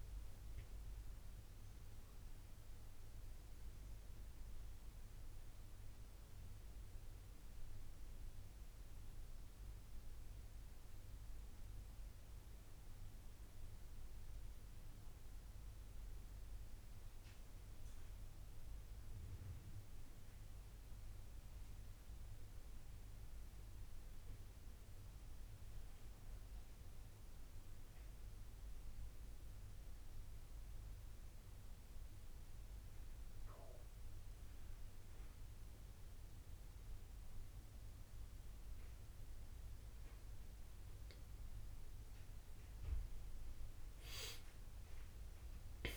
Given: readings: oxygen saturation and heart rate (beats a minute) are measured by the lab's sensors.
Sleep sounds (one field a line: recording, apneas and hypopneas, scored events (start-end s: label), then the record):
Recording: breathing in sleep, hard to hear, by a room microphone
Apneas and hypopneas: none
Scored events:
14.00-45.97 s: new sleep stage, N2 (light sleep)
41.00-45.97 s: oxygen desaturation (device-marked, oxygen 95% before, 90% lowest, heart rate 74 before, 73 extreme)
44.00-45.97 s: arousal
From the record:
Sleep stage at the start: N1 (lightest sleep)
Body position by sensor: on the right side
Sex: male